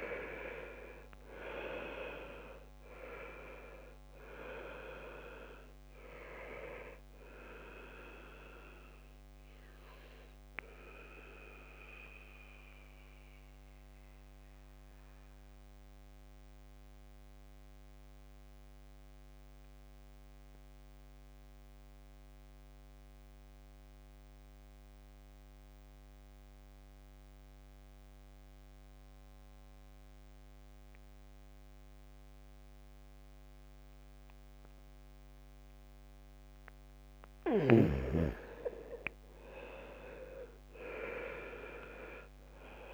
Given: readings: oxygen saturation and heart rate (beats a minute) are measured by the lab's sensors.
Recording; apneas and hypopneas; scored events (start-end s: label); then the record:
breathing in sleep by a microphone on the trachea; 1
0.00-24.50 s: oxygen desaturation (device-marked, oxygen 75% lowest, heart rate 52 extreme)
9.50-37.00 s: mixed apnea (oxygen 99% before, 75% lowest, heart rate 65 before, 52 extreme, up 1 after)
36.50-42.50 s: bradycardia (device-marked, heart rate 66 before, 57 extreme)
38.00-40.00 s: long interval between heartbeats (device-marked, heart rate 67 before, 69 extreme)
39.00-42.50 s: arousal
39.50-42.94 s: oxygen desaturation (device-marked, oxygen 99% before, 79% lowest, heart rate 68 before, 66 extreme)
40.50-42.50 s: long interval between heartbeats (device-marked, heart rate 67 before, 57 extreme)
From the record:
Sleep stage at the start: N2 (light sleep); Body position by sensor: on the back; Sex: male